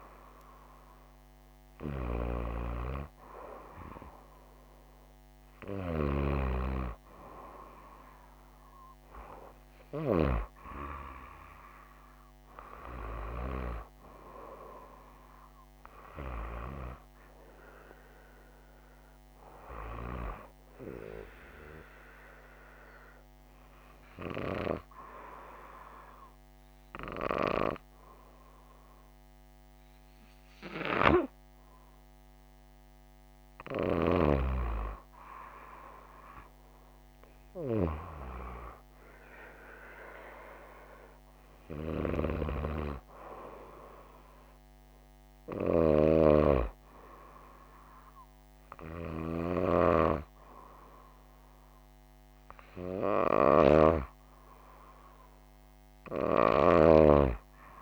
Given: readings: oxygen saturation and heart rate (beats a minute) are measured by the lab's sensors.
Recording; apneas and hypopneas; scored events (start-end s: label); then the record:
breathing in sleep by a microphone on the trachea; 1
22.00-33.00 s: hypopnea (oxygen 95% before, 94% lowest, heart rate 59 before, 56 extreme, up 0 after)
35.50-39.50 s: arousal
From the record:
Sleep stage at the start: N2 (light sleep); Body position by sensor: on the right side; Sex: female